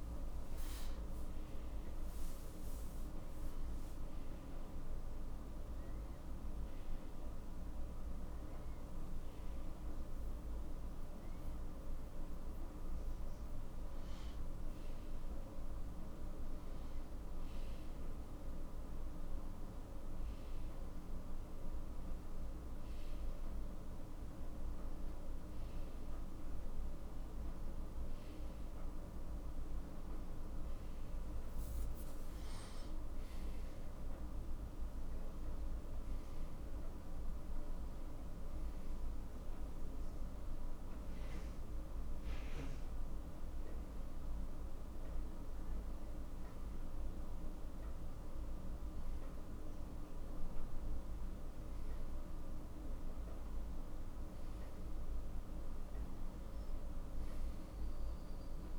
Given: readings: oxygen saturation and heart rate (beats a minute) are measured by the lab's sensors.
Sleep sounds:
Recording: breathing in sleep, hard to hear, by a room microphone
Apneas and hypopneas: none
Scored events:
none scored
From the record:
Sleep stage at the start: N2 (light sleep)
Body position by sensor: on the back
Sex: male

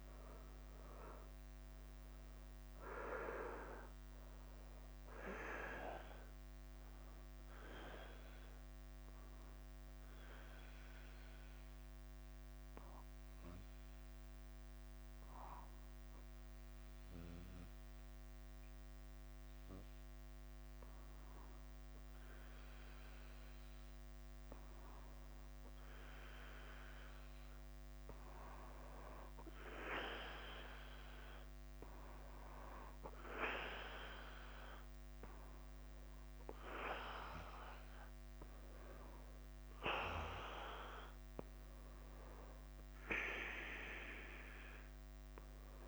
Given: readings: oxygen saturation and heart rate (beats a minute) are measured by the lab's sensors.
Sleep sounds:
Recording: breathing in sleep by a microphone on the trachea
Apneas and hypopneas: 1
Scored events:
0.00-45.88 s: bradycardia (device-marked, heart rate 44 extreme)
8.00-26.00 s: obstructive apnea (oxygen 95% before, 93% lowest, heart rate 55 before, 50 extreme, up 1 after)
22.50-34.50 s: oxygen desaturation (device-marked, oxygen 96% before, 93% lowest, heart rate 52 before, 49 extreme)
27.50-30.50 s: arousal
43.50-45.88 s: oxygen desaturation (device-marked, oxygen 99% before, 95% lowest, heart rate 51 before, 49 extreme)
From the record:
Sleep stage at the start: N2 (light sleep)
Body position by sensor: on the back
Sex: male

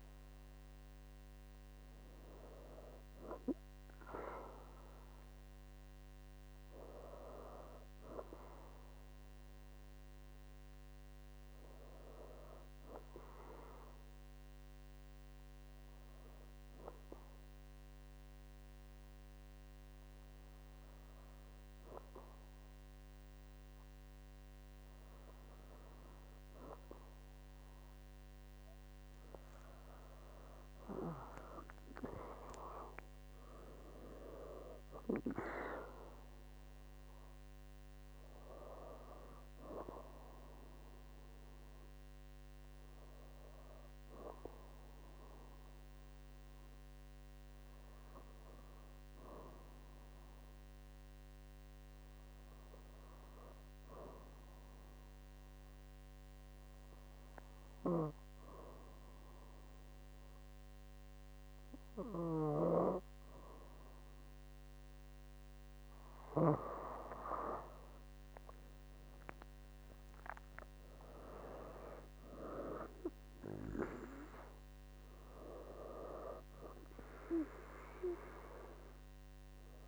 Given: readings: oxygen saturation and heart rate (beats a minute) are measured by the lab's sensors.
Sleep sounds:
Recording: breathing in sleep by a microphone on the trachea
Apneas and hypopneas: 2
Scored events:
11.50-27.50 s: hypopnea (oxygen 99% before, 96% lowest, heart rate 69 before, 59 extreme, up 10 after)
33.50-38.00 s: arousal
42.50-64.00 s: hypopnea (oxygen 99% before, 96% lowest, heart rate 70 before, 61 extreme, up 7 after)
67.50-72.00 s: arousal
From the record:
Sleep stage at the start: N2 (light sleep)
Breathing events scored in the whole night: 327 in 5.3 hours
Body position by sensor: on the back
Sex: female

